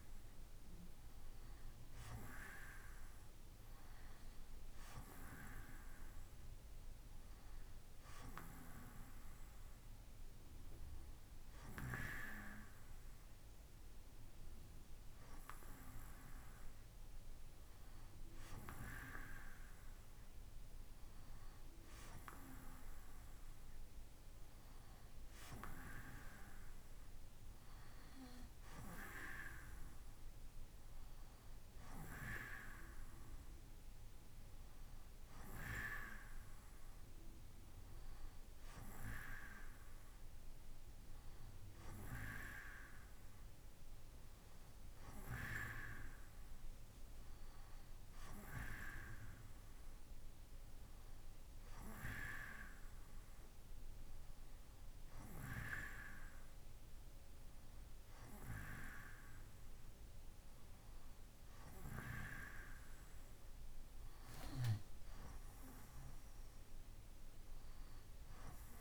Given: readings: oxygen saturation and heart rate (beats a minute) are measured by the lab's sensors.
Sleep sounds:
breathing in sleep by a room microphone; none
none scored
From the record:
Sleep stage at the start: N2 (light sleep); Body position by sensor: on the right side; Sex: male

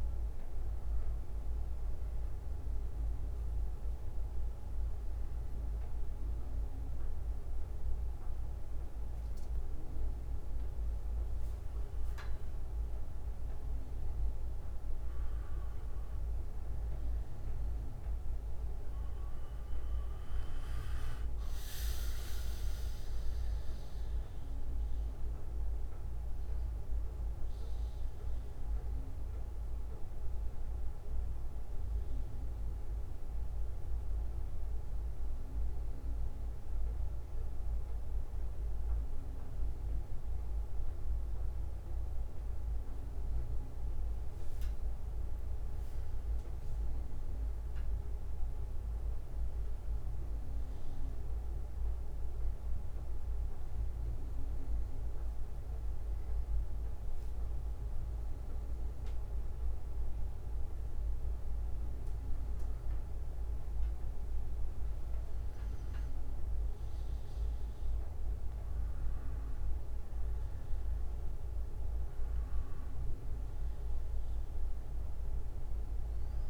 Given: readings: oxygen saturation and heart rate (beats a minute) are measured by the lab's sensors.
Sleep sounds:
breathing in sleep, hard to hear, by a room microphone; 3
0.00-10.00 s: bradycardia (device-marked, heart rate 50 extreme)
2.50-13.50 s: obstructive apnea (oxygen 95% before, 93% lowest, heart rate 63 before, 50 extreme, up 18 after)
19.00-23.50 s: arousal
30.00-45.00 s: bradycardia (device-marked, heart rate 62 before, 48 extreme)
36.00-46.00 s: central apnea (oxygen 96% before, 93% lowest, heart rate 62 before, 49 extreme, up 18 after)
47.50-50.00 s: arousal
51.00-58.00 s: bradycardia (device-marked, heart rate 62 before, 58 extreme)
53.00-63.00 s: obstructive apnea (oxygen 96% before, 93% lowest, heart rate 57 before, 56 extreme, up 11 after)
66.00-69.50 s: arousal
69.00-76.50 s: oxygen desaturation (device-marked, oxygen 98% before, 93% lowest, heart rate 61 before, 52 extreme)
From the record:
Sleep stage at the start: N2 (light sleep); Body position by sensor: on the back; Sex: male

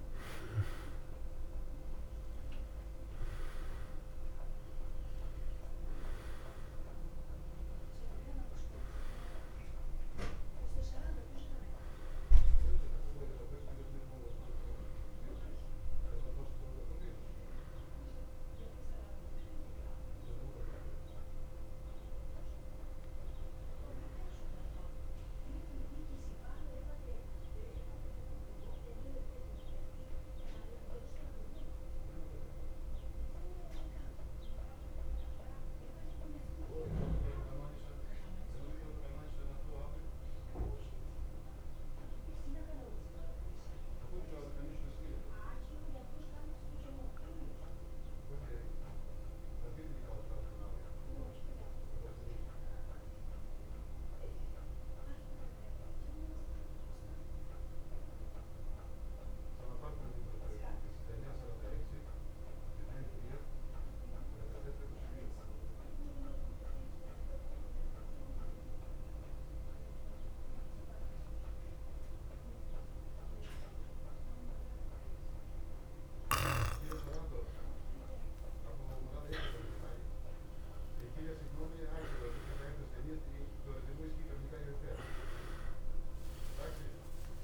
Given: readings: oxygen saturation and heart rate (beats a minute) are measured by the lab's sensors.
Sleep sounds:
breathing in sleep by a room microphone; 1
0.00-48.50 s: oxygen desaturation (device-marked, oxygen 87% lowest, heart rate 51 extreme)
25.00-76.00 s: mixed apnea (oxygen 94% before, 87% lowest, heart rate 57 before, 51 extreme, up 3 after)
72.50-87.44 s: oxygen desaturation (device-marked, oxygen 97% before, 87% lowest, heart rate 54 before, 53 extreme)
84.50-87.44 s: tachycardia (device-marked)
From the record:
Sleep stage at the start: N2 (light sleep); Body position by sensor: on the back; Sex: male

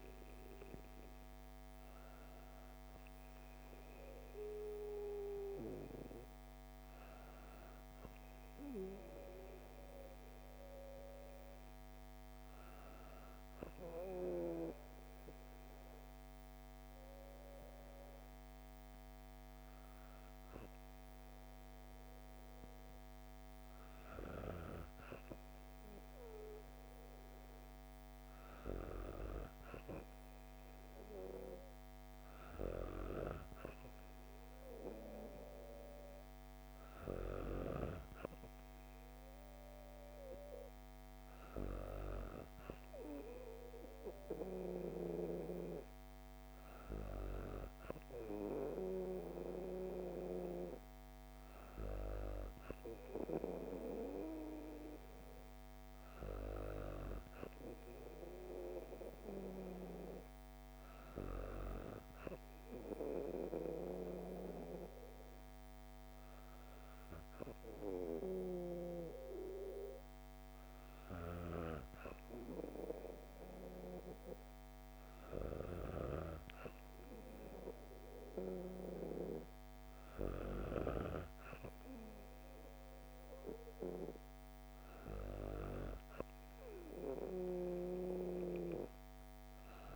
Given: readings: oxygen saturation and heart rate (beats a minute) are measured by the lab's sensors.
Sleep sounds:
breathing in sleep by a microphone on the trachea; 2
13.50-24.50 s: obstructive apnea (oxygen 97% before, 95% lowest, heart rate 60 before, 59 extreme, up 3 after)
26.00-28.50 s: arousal
62.00-73.00 s: hypopnea (oxygen 96% before, 95% lowest, heart rate 64 before, 62 extreme, up 7 after)
74.00-76.50 s: arousal
From the record:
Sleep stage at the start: N2 (light sleep); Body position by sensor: on the back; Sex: female

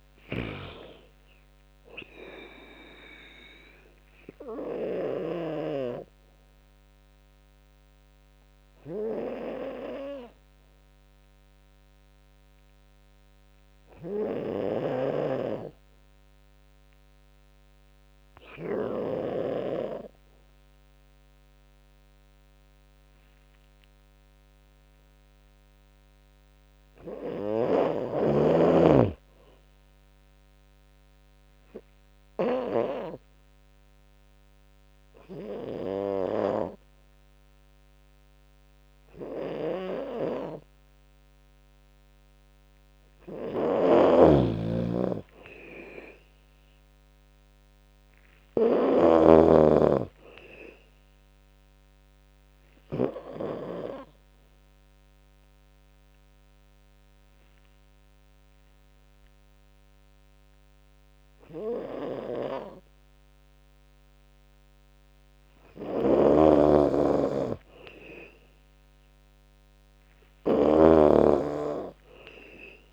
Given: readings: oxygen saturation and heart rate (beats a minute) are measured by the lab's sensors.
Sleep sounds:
breathing in sleep by a microphone on the trachea; 3
0.00-5.00 s: snoring (device-marked)
0.00-8.50 s: drop in pulse transit time (device-marked, heart rate 76 extreme)
0.00-12.50 s: oxygen desaturation (device-marked, oxygen 92% lowest, heart rate 67 extreme)
2.50-15.00 s: obstructive apnea (oxygen 97% before, 92% lowest, heart rate 77 before, 67 extreme, up 6 after)
14.00-18.50 s: snoring (device-marked)
18.00-21.50 s: arousal
31.00-42.00 s: obstructive apnea (oxygen 98% before, 92% lowest, heart rate 72 before, 71 extreme, up 8 after)
36.50-48.50 s: oxygen desaturation (device-marked, oxygen 96% before, 93% lowest, heart rate 76 before, 71 extreme)
39.00-52.50 s: snoring (device-marked)
45.50-49.00 s: arousal
54.00-65.50 s: obstructive apnea (oxygen 98% before, 92% lowest, heart rate 80 before, 69 extreme, up 12 after)
61.50-70.50 s: snoring (device-marked)
68.50-71.00 s: arousal
From the record:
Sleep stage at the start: N2 (light sleep); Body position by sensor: on the back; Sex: female

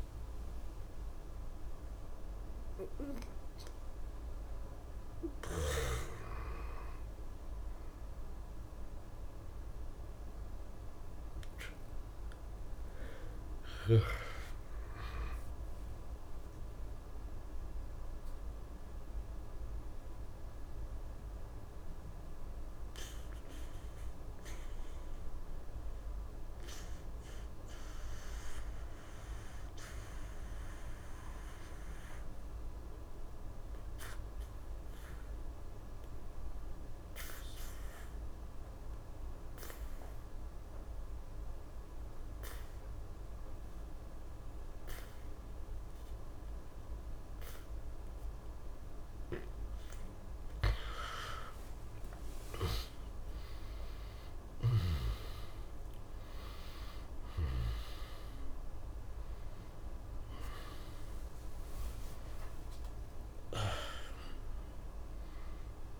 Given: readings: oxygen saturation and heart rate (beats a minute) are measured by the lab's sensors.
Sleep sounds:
a person partly awake in a sleep study, by a room microphone; 1
0.00-15.00 s: oxygen desaturation (device-marked, oxygen 87% lowest, heart rate 63 extreme)
11.00-66.00 s: new sleep stage, N2 (light sleep)
16.50-50.00 s: mixed apnea (oxygen 96% before, 86% lowest, heart rate 79 before, 61 extreme, up 13 after)
42.00-66.00 s: oxygen desaturation (device-marked, oxygen 97% before, 86% lowest, heart rate 65 before, 62 extreme)
52.00-57.00 s: arousal
From the record:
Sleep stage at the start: awake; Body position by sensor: on the back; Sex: male

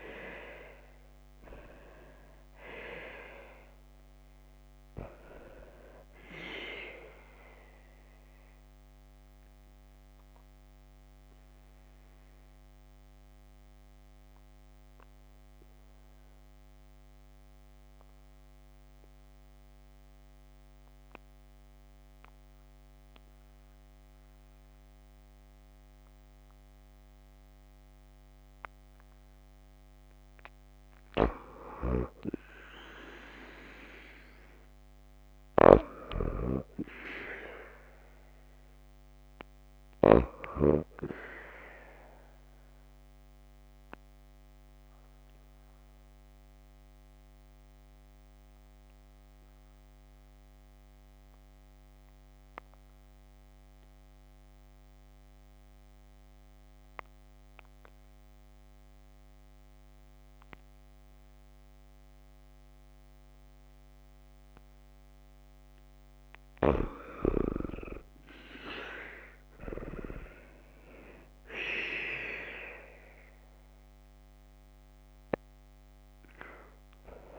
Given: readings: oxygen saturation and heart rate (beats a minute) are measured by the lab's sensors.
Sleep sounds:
breathing in sleep by a microphone on the trachea; 2
8.00-29.00 s: obstructive apnea (oxygen 95% before, 86% lowest, heart rate 60 before, 52 extreme, up 1 after)
28.50-47.50 s: oxygen desaturation (device-marked, oxygen 93% before, 86% lowest, heart rate 58 before, 51 extreme)
32.00-35.00 s: arousal
42.50-64.50 s: obstructive apnea (oxygen 93% before, 87% lowest, heart rate 55 before, 51 extreme, up 5 after)
67.50-70.50 s: arousal
71.50-77.39 s: oxygen desaturation (device-marked, oxygen 96% before, 87% lowest, heart rate 54 before, 52 extreme)
From the record:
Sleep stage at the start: N2 (light sleep); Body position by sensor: on the back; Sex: female

